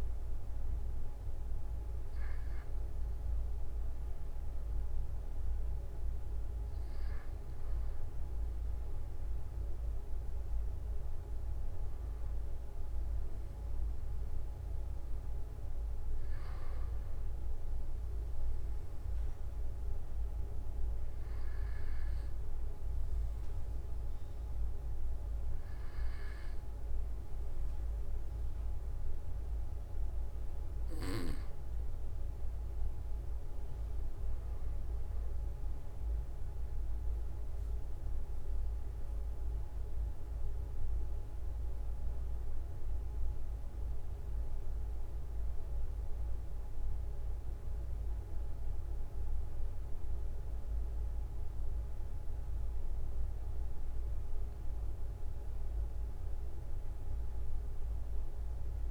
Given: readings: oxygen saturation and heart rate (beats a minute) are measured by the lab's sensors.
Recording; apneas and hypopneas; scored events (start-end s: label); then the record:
breathing in sleep, hard to hear, by a room microphone; 1
4.50-6.50 s: long interval between heartbeats (device-marked)
16.50-18.50 s: long interval between heartbeats (device-marked)
19.50-34.00 s: obstructive apnea (oxygen 95% before, 93% lowest)
24.00-26.00 s: long interval between heartbeats (device-marked)
29.50-31.50 s: long interval between heartbeats (device-marked)
33.00-35.00 s: long interval between heartbeats (device-marked)
36.50-41.00 s: arousal
38.50-40.50 s: long interval between heartbeats (device-marked)
54.00-58.90 s: new sleep stage, awake
56.00-58.00 s: long interval between heartbeats (device-marked)
From the record:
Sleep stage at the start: N1 (lightest sleep); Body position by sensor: on the right side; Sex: male